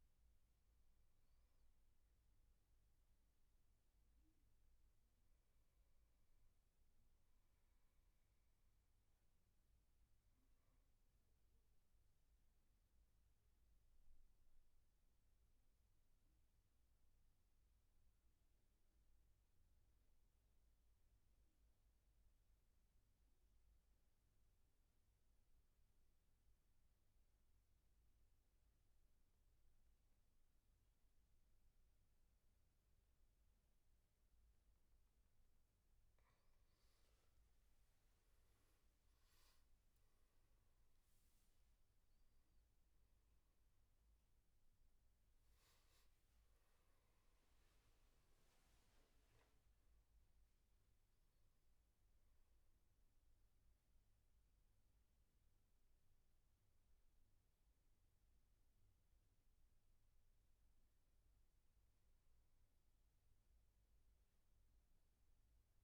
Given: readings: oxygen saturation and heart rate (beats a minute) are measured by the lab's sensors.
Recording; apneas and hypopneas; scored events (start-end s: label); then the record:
breathing in sleep, hard to hear, by a room microphone; 1
12.00-35.00 s: obstructive apnea (oxygen 97% before, 91% lowest, heart rate 76 before, 69 extreme, up 15 after)
29.50-52.50 s: oxygen desaturation (device-marked, oxygen 97% before, 91% lowest, heart rate 77 before, 68 extreme)
37.50-42.00 s: arousal
64.00-65.84 s: arousal
From the record:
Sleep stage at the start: N2 (light sleep); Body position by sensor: on the back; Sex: male